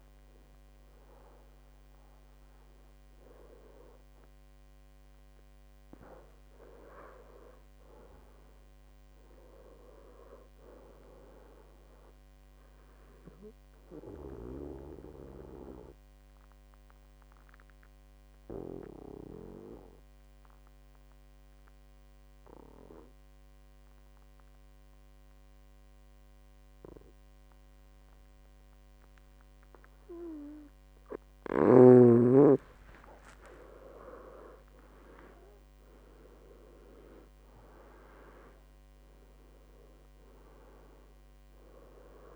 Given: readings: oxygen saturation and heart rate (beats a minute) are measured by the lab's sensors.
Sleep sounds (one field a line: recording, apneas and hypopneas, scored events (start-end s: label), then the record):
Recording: breathing in sleep by a microphone on the trachea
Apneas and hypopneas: 1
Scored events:
0.00-2.50 s: arousal
0.00-6.50 s: oxygen desaturation (device-marked, oxygen 92% lowest, heart rate 63 extreme)
14.50-31.50 s: obstructive apnea (oxygen 98% before, 92% lowest, heart rate 79 before, 63 extreme, up 24 after)
34.00-37.50 s: arousal
From the record:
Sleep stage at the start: N2 (light sleep)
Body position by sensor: on the back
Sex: male